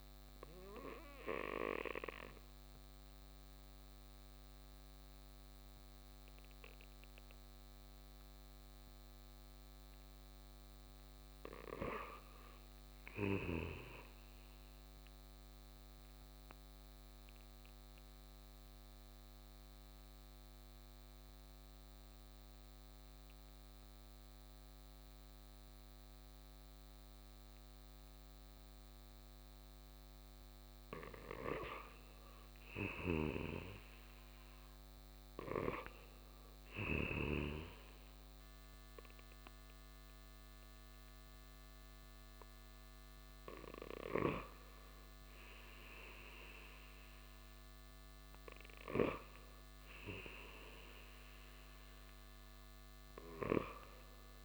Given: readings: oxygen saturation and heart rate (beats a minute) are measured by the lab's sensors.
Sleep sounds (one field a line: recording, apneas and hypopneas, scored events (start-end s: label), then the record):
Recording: breathing in sleep by a microphone on the trachea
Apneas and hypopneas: 1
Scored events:
14.00-32.00 s: obstructive apnea (oxygen 95% before, 92% lowest, heart rate 60 before, 58 extreme, up 3 after)
33.00-37.50 s: snoring (device-marked)
34.00-37.00 s: arousal
35.00-54.45 s: oxygen desaturation (device-marked, oxygen 97% before, 92% lowest, heart rate 60 before, 53 extreme)
From the record:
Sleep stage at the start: N2 (light sleep)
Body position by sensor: on the right side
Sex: male